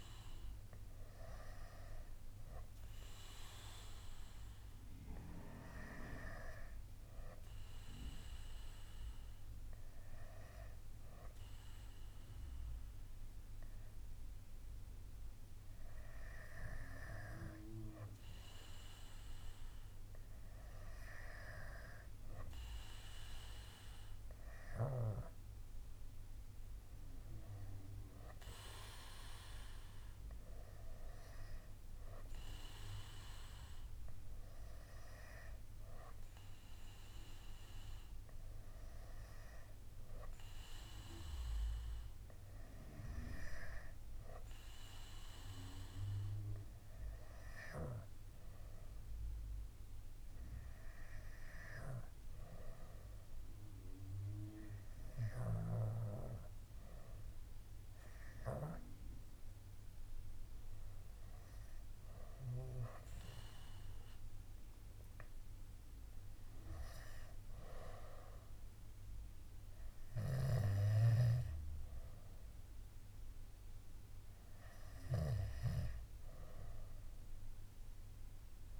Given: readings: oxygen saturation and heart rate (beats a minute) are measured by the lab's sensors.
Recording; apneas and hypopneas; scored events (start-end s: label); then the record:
breathing in sleep by a room microphone; 2
8.50-21.00 s: hypopnea (oxygen 97% before, 95% lowest, heart rate 70 before, 66 extreme, up 11 after)
23.00-27.00 s: arousal
25.50-47.50 s: oxygen desaturation (device-marked, oxygen 98% before, 95% lowest, heart rate 67 before, 66 extreme)
38.00-56.00 s: hypopnea (oxygen 99% before, 95% lowest, heart rate 72 before, 64 extreme, up 13 after)
61.50-65.50 s: arousal
From the record:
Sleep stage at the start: N2 (light sleep); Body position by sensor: on the back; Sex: male